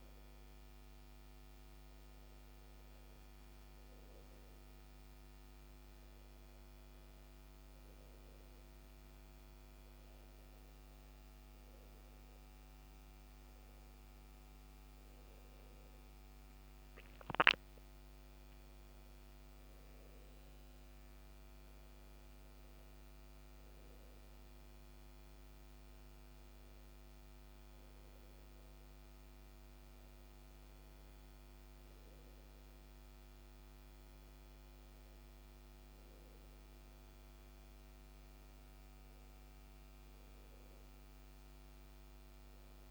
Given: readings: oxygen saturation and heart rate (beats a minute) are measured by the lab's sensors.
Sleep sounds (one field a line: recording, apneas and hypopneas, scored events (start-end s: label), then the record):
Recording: breathing in sleep, hard to hear, by a microphone on the trachea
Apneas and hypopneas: none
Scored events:
none scored
From the record:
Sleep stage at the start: N1 (lightest sleep)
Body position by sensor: on the back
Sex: male